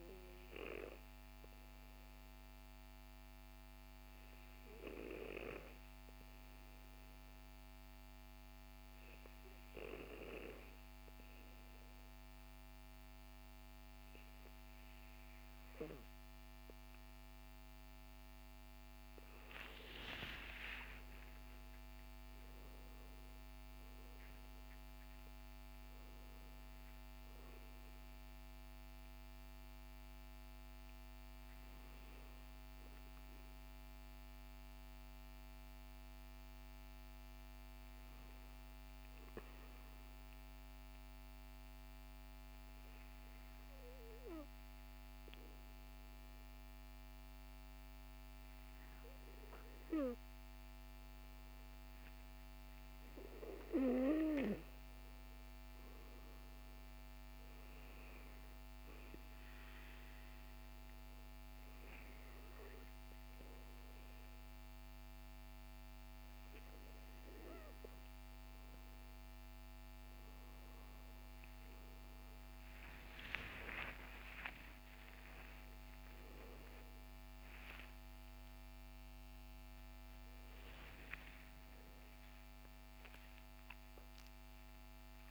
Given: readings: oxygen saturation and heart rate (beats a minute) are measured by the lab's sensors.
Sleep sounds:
breathing in sleep by a microphone on the trachea; 2
1.50-17.50 s: hypopnea (oxygen 98% before, 94% lowest, heart rate 58 before, 45 extreme, up 20 after)
19.50-24.00 s: arousal
39.00-51.50 s: obstructive apnea (oxygen 97% before, 94% lowest, heart rate 57 before, 49 extreme, up 13 after)
58.00-80.00 s: oxygen desaturation (device-marked, oxygen 97% before, 94% lowest, heart rate 55 before, 49 extreme)
67.00-85.31 s: new sleep stage, awake
From the record:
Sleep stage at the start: N2 (light sleep); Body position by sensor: on the back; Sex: male

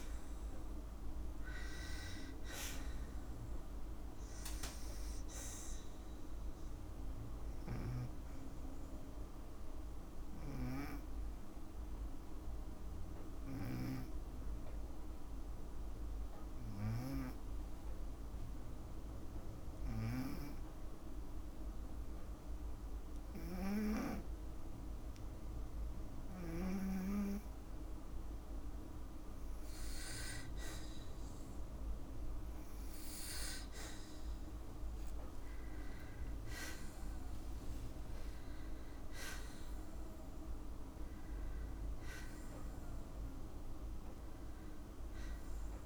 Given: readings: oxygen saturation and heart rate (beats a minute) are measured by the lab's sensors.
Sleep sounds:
breathing in sleep by a room microphone; 1
11.50-23.50 s: obstructive apnea (oxygen 97% before, 93% lowest, heart rate 57 before, 55 extreme, up 2 after)
21.00-37.00 s: oxygen desaturation (device-marked, oxygen 97% before, 93% lowest, heart rate 56 before, 55 extreme)
27.00-31.00 s: arousal
42.00-45.86 s: arousal
From the record:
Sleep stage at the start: N2 (light sleep); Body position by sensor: on the right side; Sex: female

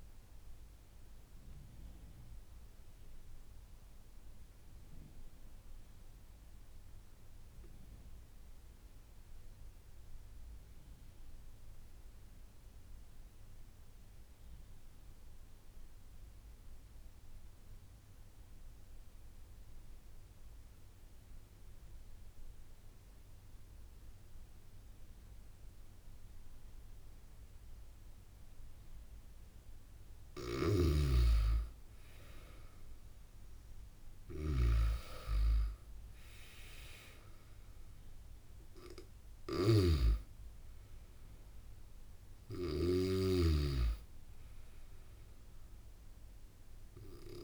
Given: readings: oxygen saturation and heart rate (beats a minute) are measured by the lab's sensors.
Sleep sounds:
breathing in sleep by a room microphone; 1
1.00-28.50 s: obstructive apnea (oxygen 97% before, 92% lowest)
26.00-47.44 s: oxygen desaturation (device-marked, oxygen 97% before, 92% lowest)
32.00-37.00 s: arousal
39.50-47.44 s: snoring (device-marked)
From the record:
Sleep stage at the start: N2 (light sleep); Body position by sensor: on the back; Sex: male

